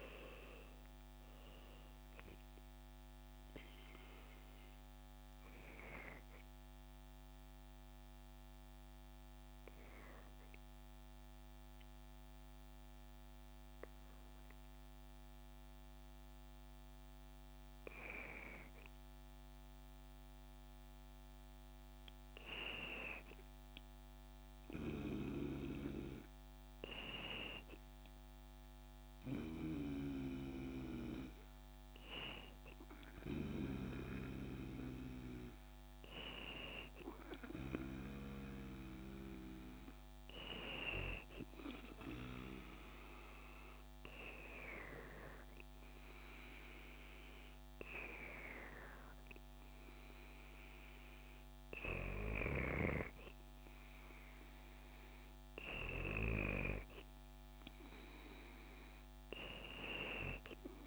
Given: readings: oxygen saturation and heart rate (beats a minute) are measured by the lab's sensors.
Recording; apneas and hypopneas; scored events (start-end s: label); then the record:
breathing in sleep by a microphone on the trachea; 2
0.00-1.00 s: arousal
4.50-21.50 s: obstructive apnea (oxygen 96% before, 95% lowest, heart rate 83 before, 66 extreme, up 4 after)
22.50-26.50 s: arousal
42.50-53.00 s: hypopnea (oxygen 97% before, 95% lowest, heart rate 69 before, 69 extreme, up 2 after)
55.50-59.00 s: arousal
From the record:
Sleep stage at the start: N2 (light sleep); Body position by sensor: on the back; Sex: female